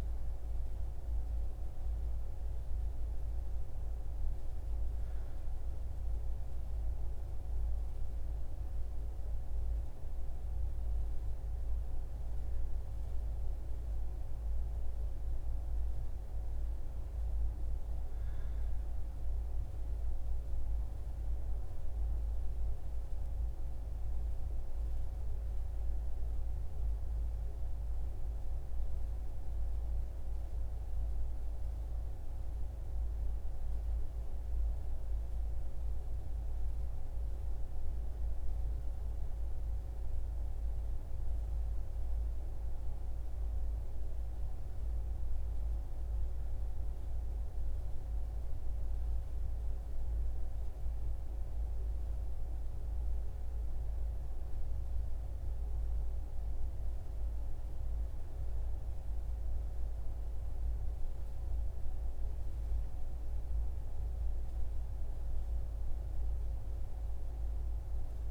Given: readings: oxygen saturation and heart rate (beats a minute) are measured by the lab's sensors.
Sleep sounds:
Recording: breathing in sleep, hard to hear, by a room microphone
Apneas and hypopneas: none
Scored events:
none scored
From the record:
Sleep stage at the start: N2 (light sleep)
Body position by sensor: on the right side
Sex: male

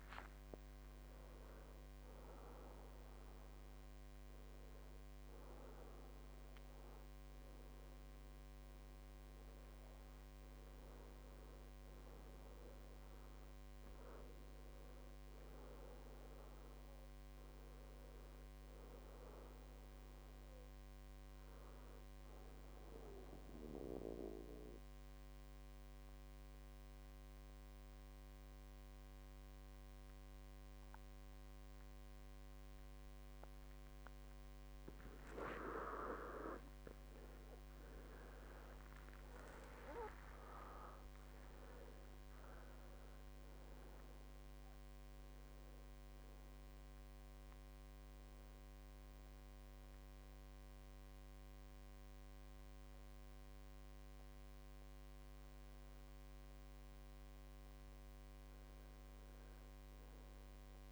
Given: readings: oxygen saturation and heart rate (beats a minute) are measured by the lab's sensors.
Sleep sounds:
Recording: breathing in sleep by a microphone on the trachea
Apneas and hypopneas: 1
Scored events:
14.50-17.50 s: arousal
21.00-23.00 s: long interval between heartbeats (device-marked, heart rate 72 before, 74 extreme)
24.00-35.50 s: obstructive apnea (oxygen 97% before, 92% lowest, heart rate 72 before, 62 extreme, up 17 after)
38.00-41.00 s: arousal
38.50-59.50 s: oxygen desaturation (device-marked, oxygen 96% before, 92% lowest, heart rate 68 before, 67 extreme)
From the record:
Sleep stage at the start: N2 (light sleep)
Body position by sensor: on the back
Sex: male

